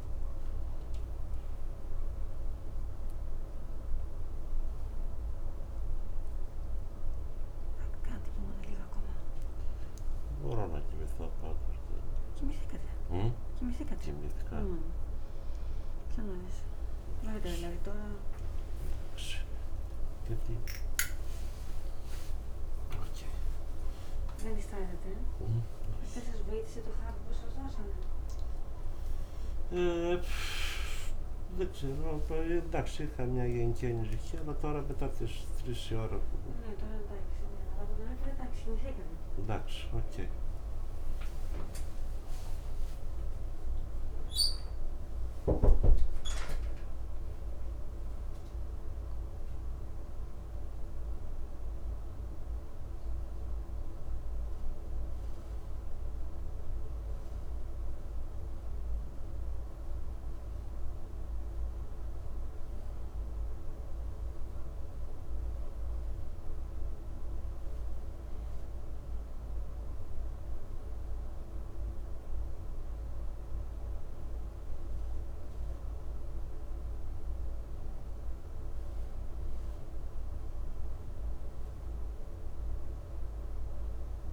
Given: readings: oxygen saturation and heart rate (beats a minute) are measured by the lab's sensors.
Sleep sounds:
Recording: a person awake in a sleep study, by a room microphone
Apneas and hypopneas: none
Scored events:
10.50-14.00 s: snoring (device-marked)
25.00-29.50 s: snoring (device-marked)
80.50-84.33 s: new sleep stage, N1 (lightest sleep)
From the record:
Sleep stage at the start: awake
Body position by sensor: on the right side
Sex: male

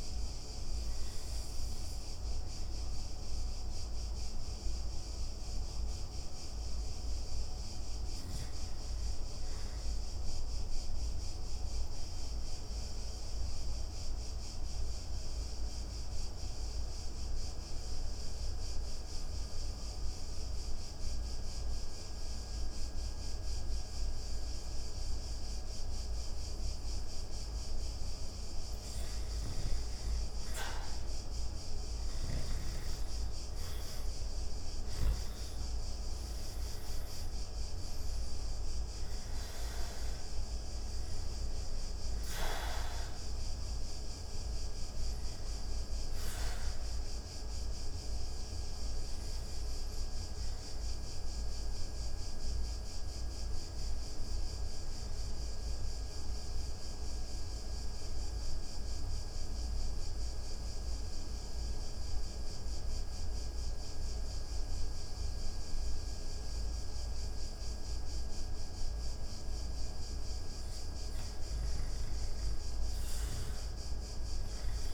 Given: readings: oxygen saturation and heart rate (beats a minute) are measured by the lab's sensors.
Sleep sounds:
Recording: breathing in sleep, hard to hear, by a room microphone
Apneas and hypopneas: 2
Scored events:
11.00-27.00 s: obstructive apnea (oxygen 99% before, 83% lowest)
11.00-35.00 s: oxygen desaturation (device-marked, oxygen 96% before, 91% lowest)
36.00-40.00 s: arousal
46.00-66.00 s: oxygen desaturation (device-marked, oxygen 92% before, 83% lowest)
49.50-67.50 s: obstructive apnea (oxygen 93% before, 83% lowest)
72.00-74.94 s: arousal
From the record:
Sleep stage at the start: N2 (light sleep)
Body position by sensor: on the back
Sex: male

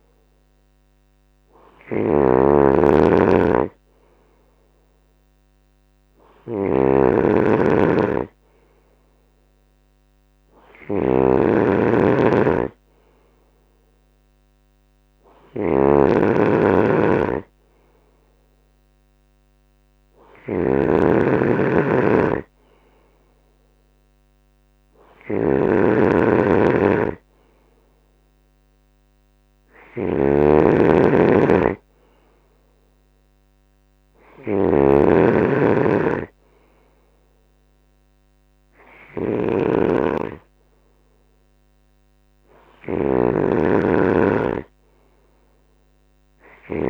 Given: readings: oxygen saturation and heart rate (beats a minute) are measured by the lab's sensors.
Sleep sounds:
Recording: breathing in sleep by a microphone on the trachea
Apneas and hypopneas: none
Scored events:
0.00-46.89 s: snoring (device-marked)
From the record:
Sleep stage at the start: N2 (light sleep)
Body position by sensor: on the right side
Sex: male

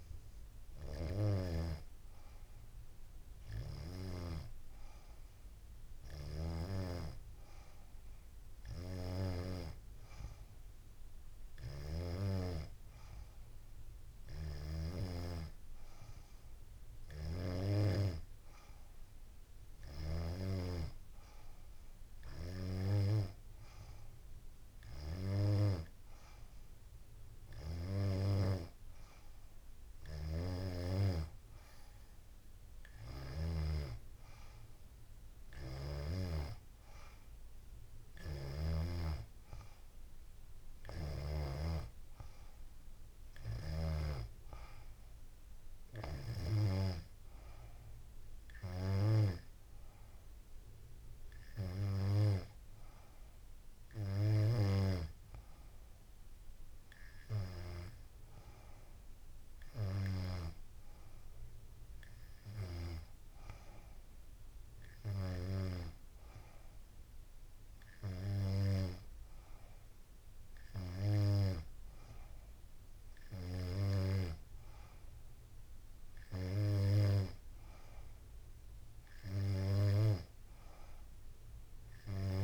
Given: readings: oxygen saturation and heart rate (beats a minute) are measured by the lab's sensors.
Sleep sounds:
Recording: breathing in sleep by a room microphone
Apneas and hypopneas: none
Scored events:
13.50-82.44 s: new sleep stage, N3 (deep sleep)
From the record:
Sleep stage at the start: N2 (light sleep)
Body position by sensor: on the back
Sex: female

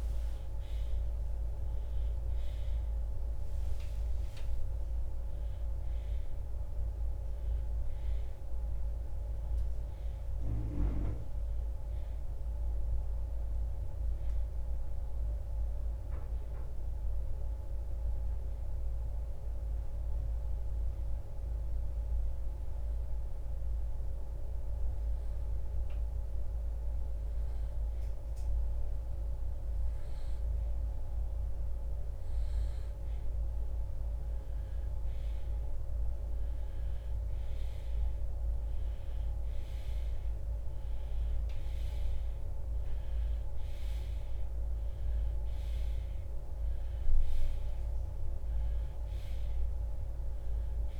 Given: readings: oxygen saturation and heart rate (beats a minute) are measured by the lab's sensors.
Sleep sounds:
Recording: a person partly awake in a sleep study, hard to hear, by a room microphone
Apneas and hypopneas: 1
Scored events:
9.00-19.00 s: oxygen desaturation (device-marked, oxygen 97% before, 92% lowest, heart rate 99 before, 67 extreme)
18.00-48.00 s: new sleep stage, N1 (lightest sleep)
19.50-34.00 s: hypopnea (oxygen 97% before, 87% lowest, heart rate 91 before, 67 extreme, up 2 after)
36.00-40.50 s: arousal
40.00-51.00 s: oxygen desaturation (device-marked, oxygen 94% before, 87% lowest, heart rate 75 before, 60 extreme)
48.00-51.00 s: new sleep stage, N2 (light sleep)
From the record:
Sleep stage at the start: awake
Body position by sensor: on the right side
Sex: male

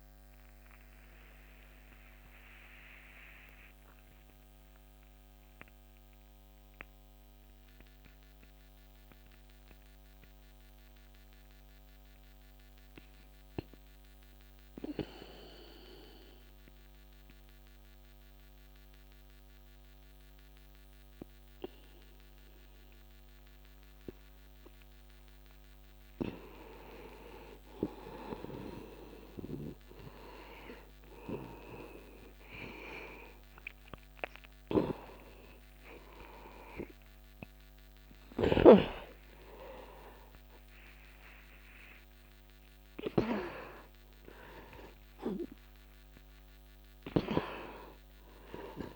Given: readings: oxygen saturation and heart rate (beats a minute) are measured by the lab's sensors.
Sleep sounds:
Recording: breathing in sleep by a microphone on the trachea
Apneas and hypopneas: 1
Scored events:
0.00-13.50 s: oxygen desaturation (device-marked, oxygen 85% lowest, heart rate 37 extreme)
1.50-27.50 s: obstructive apnea (oxygen 98% before, 85% lowest, heart rate 47 before, 37 extreme, up 17 after)
34.00-38.00 s: arousal
38.50-48.96 s: oxygen desaturation (device-marked, oxygen 98% before, 87% lowest, heart rate 46 before, 28 extreme)
From the record:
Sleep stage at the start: N2 (light sleep)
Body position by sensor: on the back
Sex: male

